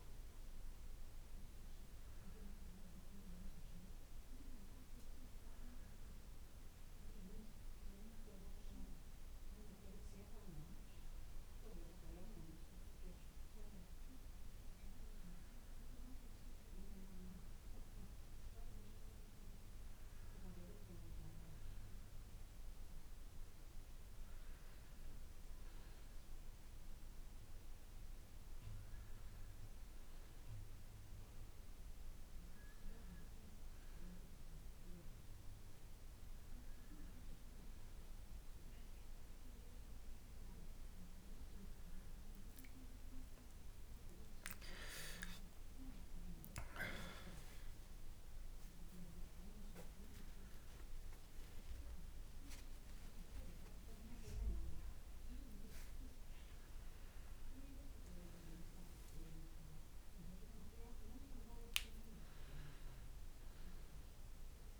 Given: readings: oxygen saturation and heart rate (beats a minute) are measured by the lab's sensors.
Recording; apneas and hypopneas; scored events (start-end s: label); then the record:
breathing in sleep by a room microphone; none
none scored
From the record:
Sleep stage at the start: N2 (light sleep); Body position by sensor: on the back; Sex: male